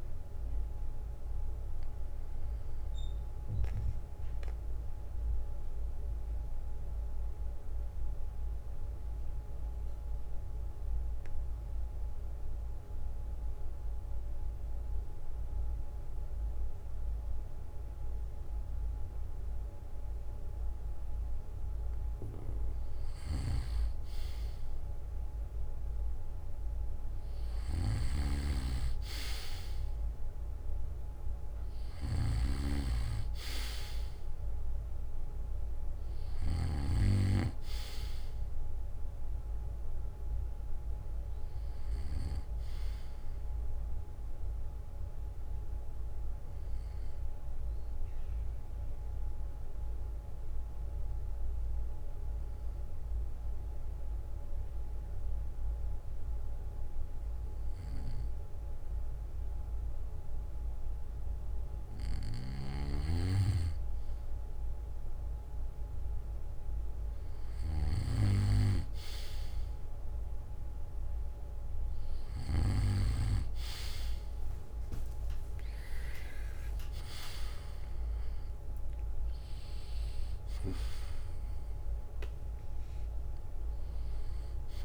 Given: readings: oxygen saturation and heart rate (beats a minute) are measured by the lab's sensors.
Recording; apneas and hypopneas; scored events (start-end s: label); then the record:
breathing in sleep by a room microphone; 2
3.00-21.50 s: mixed apnea (oxygen 96% before, 93% lowest, heart rate 65 before, 59 extreme, up 9 after)
23.50-27.50 s: arousal
45.50-61.50 s: obstructive apnea (oxygen 97% before, 94% lowest, heart rate 63 before, 57 extreme, up 10 after)
46.00-48.00 s: bradycardia (device-marked, heart rate 65 before, 58 extreme)
76.00-80.50 s: arousal
From the record:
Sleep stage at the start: N2 (light sleep); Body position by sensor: on the back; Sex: male